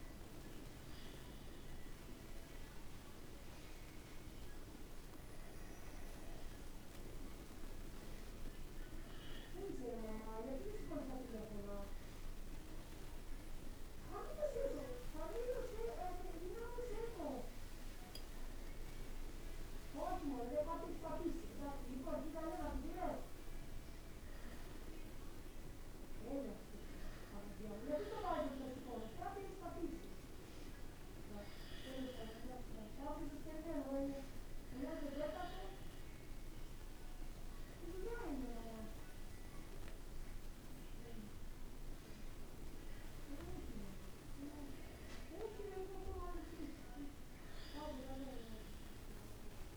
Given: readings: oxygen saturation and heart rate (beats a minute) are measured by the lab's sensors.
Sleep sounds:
a person awake in a sleep study, by a room microphone; none
none scored
From the record:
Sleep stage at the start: awake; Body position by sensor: on the back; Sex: male

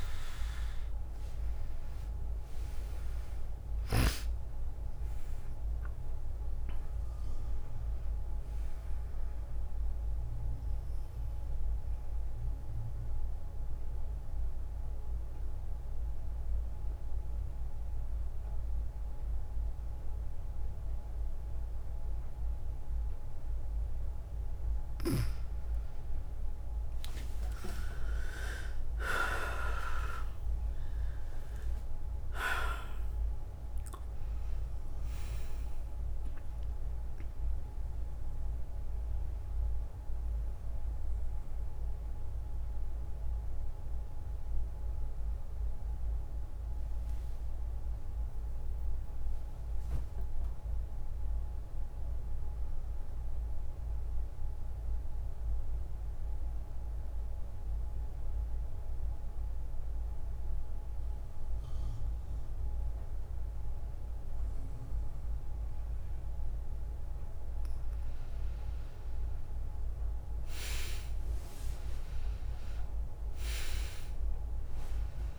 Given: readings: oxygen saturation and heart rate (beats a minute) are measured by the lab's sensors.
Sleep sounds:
breathing in sleep by a room microphone; 2
0.00-23.50 s: oxygen desaturation (device-marked, oxygen 92% lowest, heart rate 53 extreme)
12.50-25.00 s: obstructive apnea (oxygen 97% before, 90% lowest, heart rate 63 before, 53 extreme, up 11 after)
26.50-30.00 s: arousal
31.50-55.50 s: oxygen desaturation (device-marked, oxygen 97% before, 90% lowest, heart rate 58 before, 54 extreme)
48.50-51.50 s: arousal
54.00-67.50 s: central apnea (oxygen 97% before, 91% lowest, heart rate 62 before, 56 extreme, up 6 after)
71.50-75.39 s: arousal
From the record:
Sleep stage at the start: N2 (light sleep); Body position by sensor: on the back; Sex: female

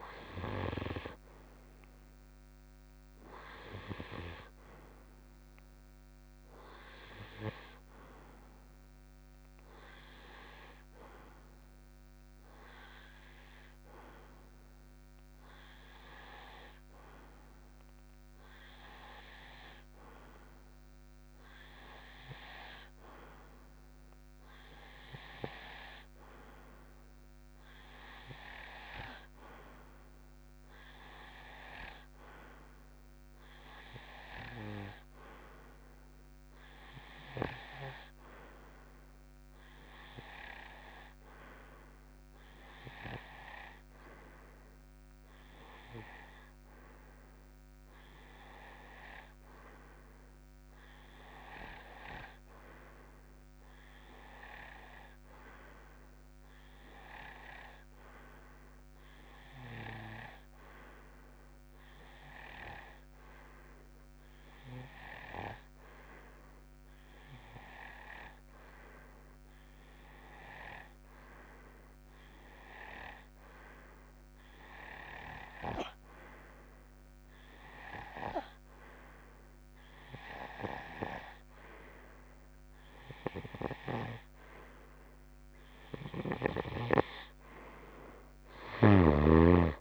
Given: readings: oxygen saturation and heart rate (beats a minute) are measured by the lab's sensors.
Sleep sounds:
breathing in sleep by a microphone on the trachea; 1
0.00-13.50 s: oxygen desaturation (device-marked, oxygen 92% lowest)
12.50-85.50 s: hypopnea (oxygen 95% before, 89% lowest)
From the record:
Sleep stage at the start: REM sleep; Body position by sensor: on the right side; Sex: male

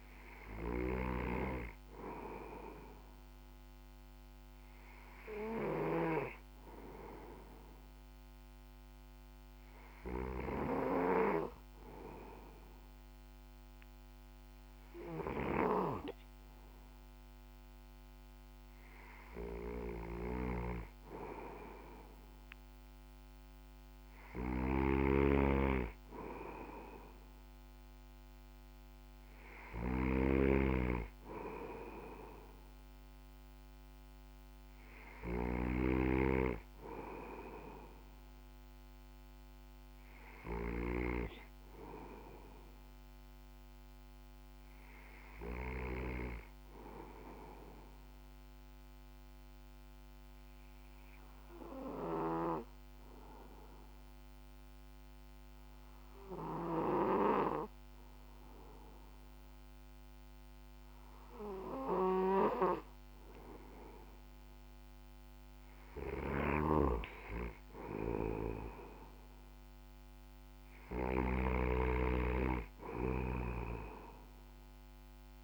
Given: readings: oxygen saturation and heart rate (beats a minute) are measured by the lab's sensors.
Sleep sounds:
breathing in sleep by a microphone on the trachea; 1
0.00-5.50 s: snoring (device-marked)
19.50-40.50 s: snoring (device-marked)
48.00-63.00 s: obstructive apnea (oxygen 97% before, 95% lowest, heart rate 58 before, 56 extreme, up 1 after)
65.50-75.44 s: snoring (device-marked)
66.00-69.00 s: arousal
From the record:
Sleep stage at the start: N2 (light sleep); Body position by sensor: on the back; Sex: male

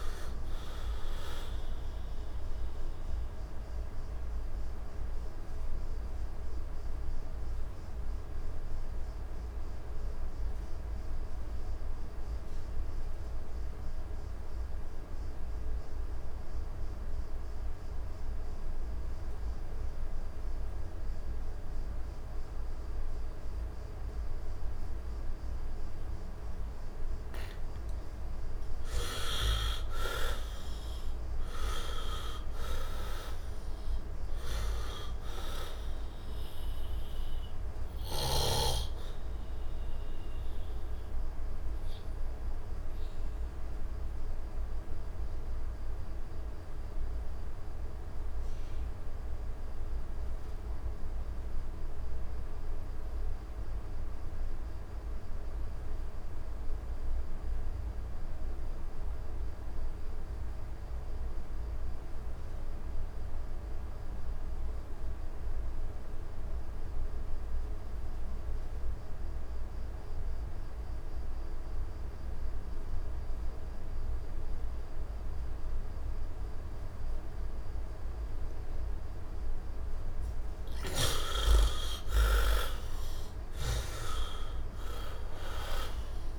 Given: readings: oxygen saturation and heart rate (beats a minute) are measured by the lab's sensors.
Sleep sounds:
breathing in sleep by a room microphone; 2
0.00-23.50 s: oxygen desaturation (device-marked, oxygen 45% lowest, heart rate 62 extreme)
2.00-26.50 s: mixed apnea (oxygen 73% before, 45% lowest, heart rate 71 before, 62 extreme, up 16 after)
25.50-54.50 s: oxygen desaturation (device-marked, oxygen 98% before, 55% lowest, heart rate 69 before, 63 extreme)
28.00-33.00 s: arousal
43.00-78.00 s: obstructive apnea (oxygen 98% before, 46% lowest, heart rate 80 before, 62 extreme, up 12 after)
63.50-86.39 s: oxygen desaturation (device-marked, oxygen 99% before, 46% lowest, heart rate 67 before, 62 extreme)
81.00-85.00 s: arousal
From the record:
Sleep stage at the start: N2 (light sleep); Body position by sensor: on the right side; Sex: male

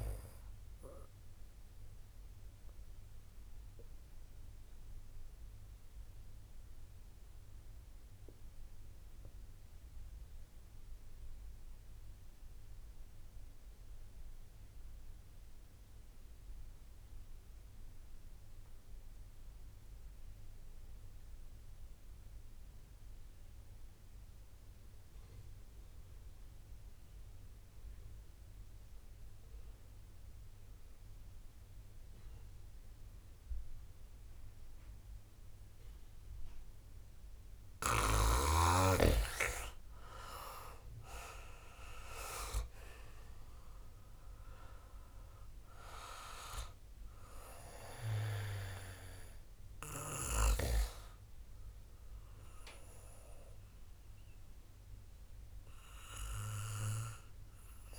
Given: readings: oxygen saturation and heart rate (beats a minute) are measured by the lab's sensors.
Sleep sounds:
breathing in sleep by a room microphone; 1
0.00-20.50 s: oxygen desaturation (device-marked, oxygen 86% lowest, heart rate 39 extreme)
3.00-38.00 s: obstructive apnea (oxygen 97% before, 78% lowest, heart rate 64 before, 58 extreme, up 27 after)
30.50-57.99 s: oxygen desaturation (device-marked, oxygen 93% before, 78% lowest, heart rate 64 before, 60 extreme)
40.00-44.50 s: arousal
From the record:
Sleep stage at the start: REM sleep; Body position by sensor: on the back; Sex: male

